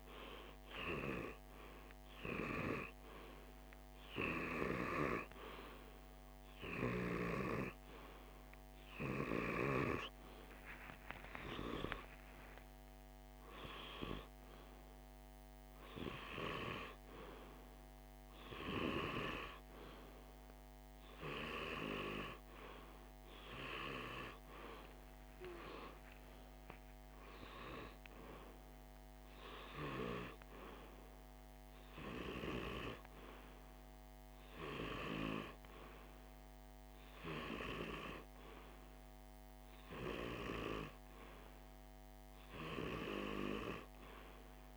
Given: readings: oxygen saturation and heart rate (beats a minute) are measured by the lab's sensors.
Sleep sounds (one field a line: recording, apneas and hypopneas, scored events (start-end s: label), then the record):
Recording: breathing in sleep by a microphone on the trachea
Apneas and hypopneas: none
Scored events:
23.50-27.50 s: arousal
From the record:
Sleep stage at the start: REM sleep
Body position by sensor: on the left side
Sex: male